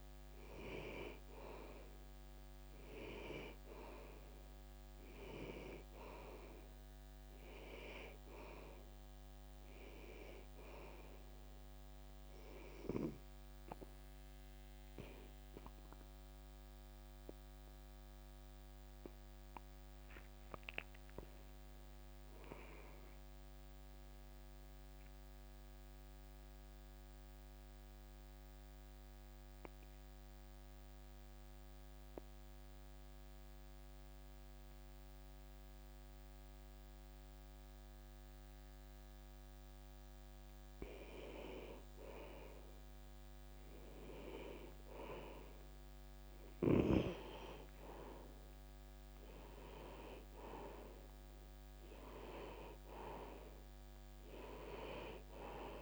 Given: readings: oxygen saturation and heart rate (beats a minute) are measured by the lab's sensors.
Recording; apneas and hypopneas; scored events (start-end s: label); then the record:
breathing in sleep by a microphone on the trachea; 1
0.00-25.50 s: oxygen desaturation (device-marked, oxygen 87% lowest, heart rate 60 extreme)
19.50-23.00 s: arousal
24.50-41.50 s: mixed apnea (oxygen 94% before, 87% lowest, heart rate 79 before, 60 extreme, up 11 after)
43.00-47.00 s: arousal
50.50-55.82 s: oxygen desaturation (device-marked, oxygen 97% before, 87% lowest, heart rate 77 before, 50 extreme)
From the record:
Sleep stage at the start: N2 (light sleep); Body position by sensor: on the back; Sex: male